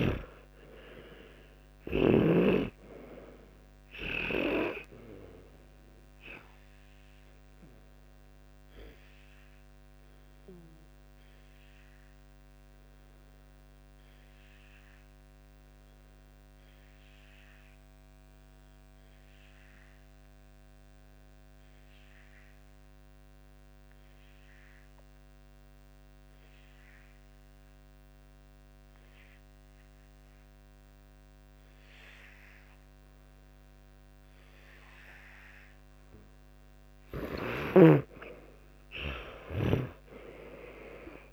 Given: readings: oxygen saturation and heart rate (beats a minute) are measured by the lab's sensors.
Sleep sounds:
breathing in sleep by a microphone on the trachea; 1
0.00-1.00 s: arousal
8.50-35.50 s: obstructive apnea (oxygen 98% before, 90% lowest, heart rate 66 before, 53 extreme, up 34 after)
9.50-17.50 s: oxygen desaturation (device-marked, oxygen 98% before, 92% lowest, heart rate 66 before, 53 extreme)
36.50-41.33 s: oxygen desaturation (device-marked, oxygen 99% before, 90% lowest, heart rate 58 before, 57 extreme)
38.00-41.33 s: arousal
39.50-41.33 s: snoring (device-marked)
From the record:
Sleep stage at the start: N2 (light sleep); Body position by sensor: on the back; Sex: male

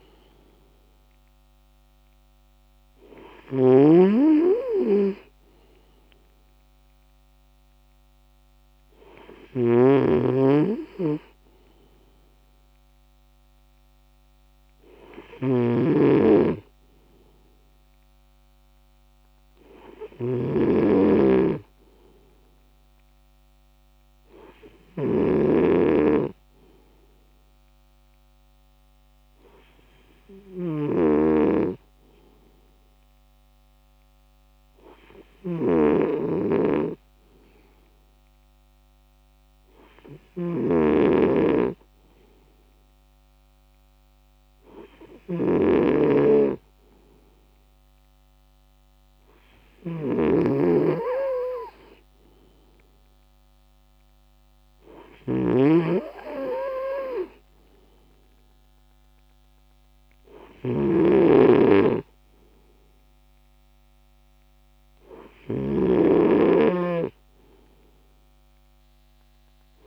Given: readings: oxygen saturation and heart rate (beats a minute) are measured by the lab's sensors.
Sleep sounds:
breathing in sleep by a microphone on the trachea; none
0.00-20.50 s: snoring (device-marked)
50.00-69.87 s: snoring (device-marked)
From the record:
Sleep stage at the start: N2 (light sleep); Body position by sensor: on the right side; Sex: male

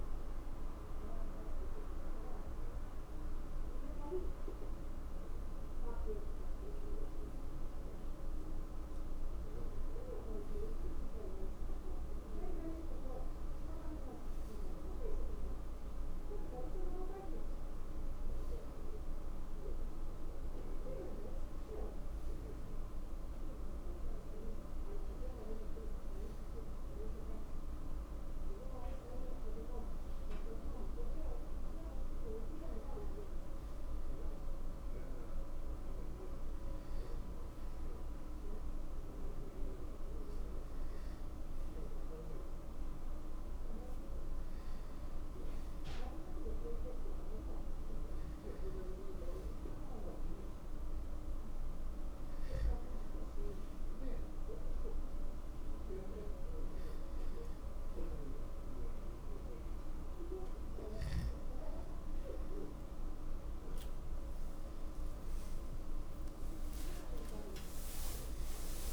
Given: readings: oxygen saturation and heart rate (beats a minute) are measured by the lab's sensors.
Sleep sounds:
breathing in sleep by a room microphone; none
0.00-5.00 s: oxygen desaturation (device-marked, oxygen 91% lowest, heart rate 70 extreme)
65.50-68.93 s: arousal
From the record:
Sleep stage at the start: N2 (light sleep); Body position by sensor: on the back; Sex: male

